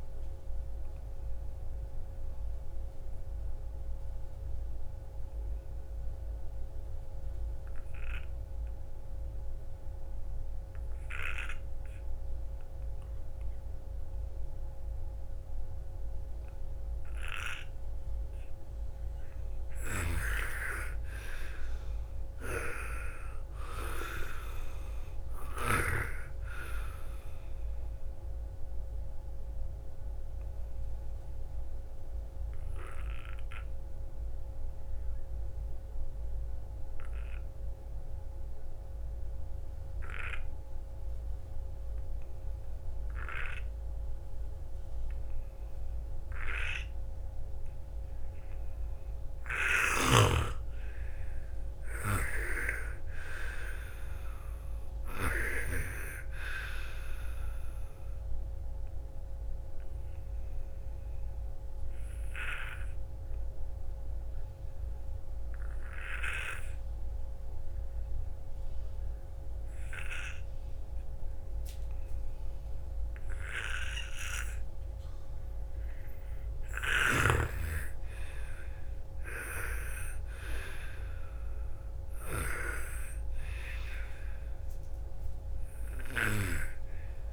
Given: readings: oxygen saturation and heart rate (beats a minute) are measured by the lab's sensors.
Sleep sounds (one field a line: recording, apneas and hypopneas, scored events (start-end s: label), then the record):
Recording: breathing in sleep by a room microphone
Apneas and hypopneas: 3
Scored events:
0.00-8.00 s: oxygen desaturation (device-marked, oxygen 88% lowest, heart rate 40 extreme)
1.50-18.50 s: obstructive apnea (oxygen 97% before, 86% lowest, heart rate 58 before, 40 extreme, up 58 after)
20.00-24.00 s: arousal
25.00-41.00 s: oxygen desaturation (device-marked, oxygen 98% before, 86% lowest, heart rate 60 before, 57 extreme)
30.50-46.50 s: obstructive apnea (oxygen 98% before, 86% lowest, heart rate 67 before, 57 extreme, up 24 after)
48.00-51.50 s: arousal
54.00-69.00 s: oxygen desaturation (device-marked, oxygen 98% before, 87% lowest, heart rate 68 before, 58 extreme)
60.50-75.50 s: obstructive apnea (oxygen 99% before, 87% lowest, heart rate 68 before, 54 extreme)
77.00-80.50 s: arousal
80.00-87.33 s: oxygen desaturation (device-marked, oxygen 98% before, 91% lowest, heart rate 118 before, 47 extreme)
From the record:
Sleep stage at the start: N2 (light sleep)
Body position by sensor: on the front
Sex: female